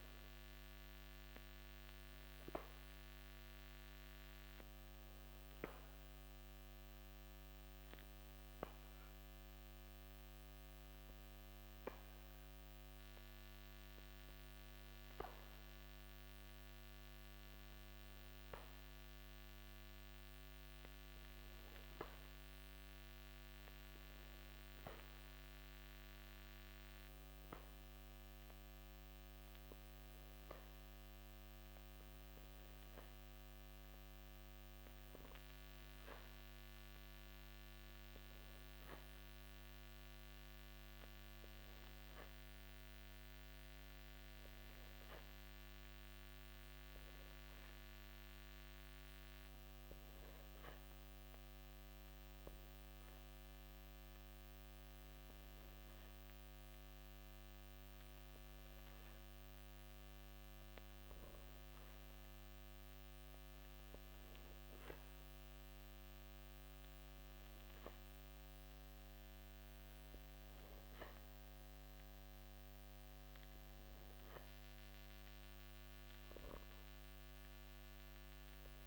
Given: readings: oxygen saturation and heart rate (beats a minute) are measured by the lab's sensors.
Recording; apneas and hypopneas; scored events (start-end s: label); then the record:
breathing in sleep, hard to hear, by a microphone on the trachea; 1
0.00-5.50 s: oxygen desaturation (device-marked, oxygen 91% lowest, heart rate 55 extreme)
3.50-14.50 s: hypopnea (oxygen 94% before, 92% lowest, heart rate 55 before, 54 extreme, up 0 after)
16.00-19.50 s: arousal
From the record:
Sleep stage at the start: N2 (light sleep); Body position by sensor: on the back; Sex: male